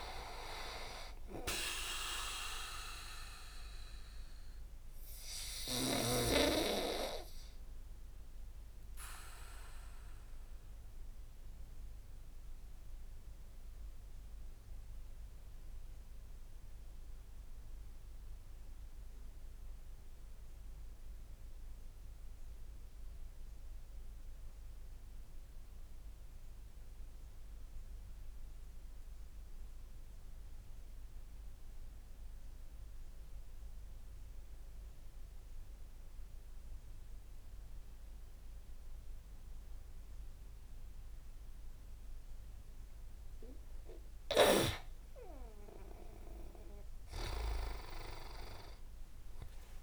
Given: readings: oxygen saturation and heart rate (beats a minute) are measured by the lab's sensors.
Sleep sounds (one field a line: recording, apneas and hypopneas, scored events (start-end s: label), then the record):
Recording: breathing in sleep by a room microphone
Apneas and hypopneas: 1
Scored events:
0.00-5.00 s: oxygen desaturation (device-marked, oxygen 92% lowest)
1.00-49.83 s: new sleep stage, REM sleep
5.00-43.00 s: obstructive apnea (oxygen 98% before, 93% lowest)
46.00-49.83 s: arousal
From the record:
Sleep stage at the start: N2 (light sleep)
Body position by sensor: on the back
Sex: male